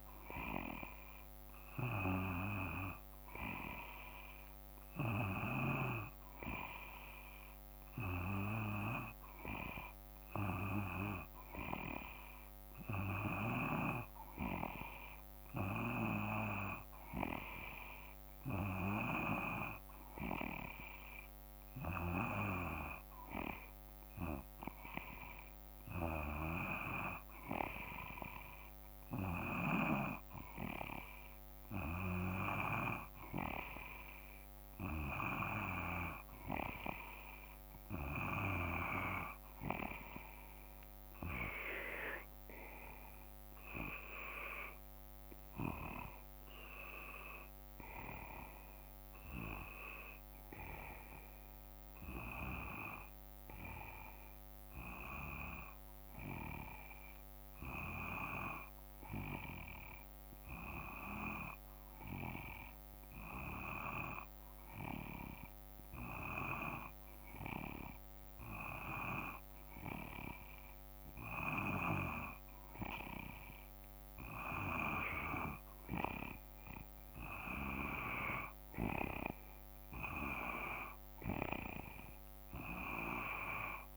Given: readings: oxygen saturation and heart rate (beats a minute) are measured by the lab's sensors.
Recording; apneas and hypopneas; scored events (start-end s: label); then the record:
breathing in sleep by a microphone on the trachea; 1
18.50-83.97 s: new sleep stage, N2 (light sleep)
26.00-30.00 s: snoring (device-marked)
49.00-53.00 s: arousal
56.50-71.00 s: hypopnea (oxygen 94% before, 92% lowest, heart rate 56 before, 53 extreme, up 4 after)
73.50-77.00 s: arousal
76.50-83.97 s: oxygen desaturation (device-marked, oxygen 95% before, 92% lowest, heart rate 54 before, 55 extreme)
From the record:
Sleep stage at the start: REM sleep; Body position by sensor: on the back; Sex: male